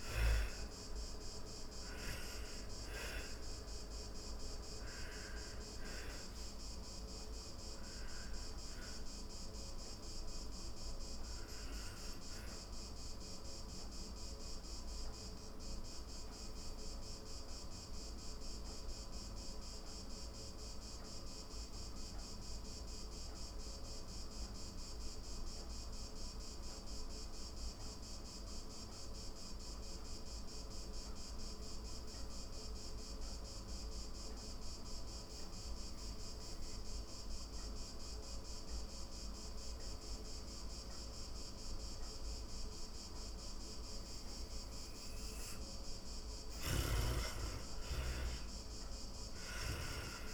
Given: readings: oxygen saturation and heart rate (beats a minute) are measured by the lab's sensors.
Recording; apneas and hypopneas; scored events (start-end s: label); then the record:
breathing in sleep by a room microphone; 1
0.00-22.00 s: oxygen desaturation (device-marked, oxygen 85% lowest)
8.00-44.00 s: obstructive apnea (oxygen 98% before, 85% lowest)
40.00-50.34 s: oxygen desaturation (device-marked, oxygen 98% before, 86% lowest)
45.00-49.00 s: arousal
From the record:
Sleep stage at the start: N2 (light sleep); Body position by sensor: on the back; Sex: female